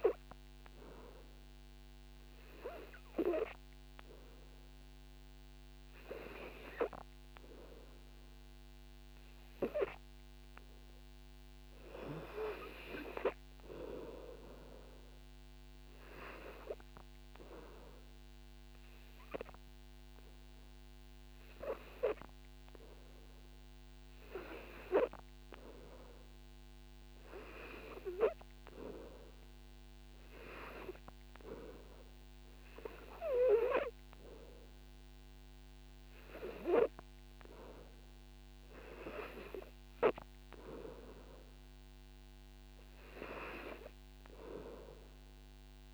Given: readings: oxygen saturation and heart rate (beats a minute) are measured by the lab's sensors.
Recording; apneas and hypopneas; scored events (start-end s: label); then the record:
breathing in sleep by a microphone on the trachea; none
41.50-45.94 s: oxygen desaturation (device-marked, oxygen 94% before, 91% lowest, heart rate 65 before, 53 extreme)
From the record:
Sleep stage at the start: N2 (light sleep); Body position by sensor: on the back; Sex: male